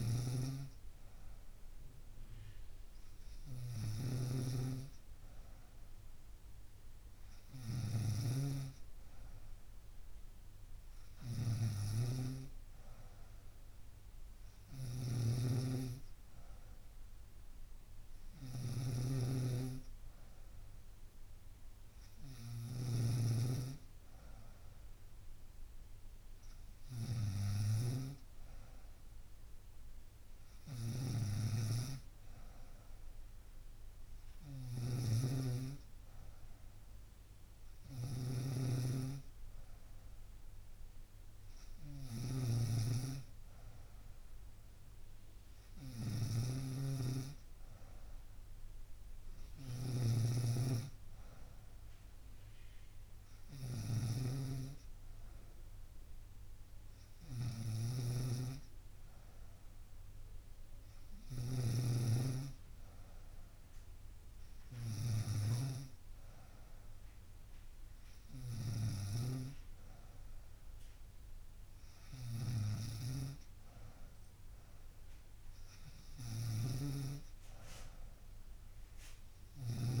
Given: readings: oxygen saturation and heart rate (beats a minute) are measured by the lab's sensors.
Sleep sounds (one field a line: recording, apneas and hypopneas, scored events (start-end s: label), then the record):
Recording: breathing in sleep by a room microphone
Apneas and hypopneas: none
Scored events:
0.00-80.00 s: snoring (device-marked)
From the record:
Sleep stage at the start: N3 (deep sleep)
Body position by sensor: on the right side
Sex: female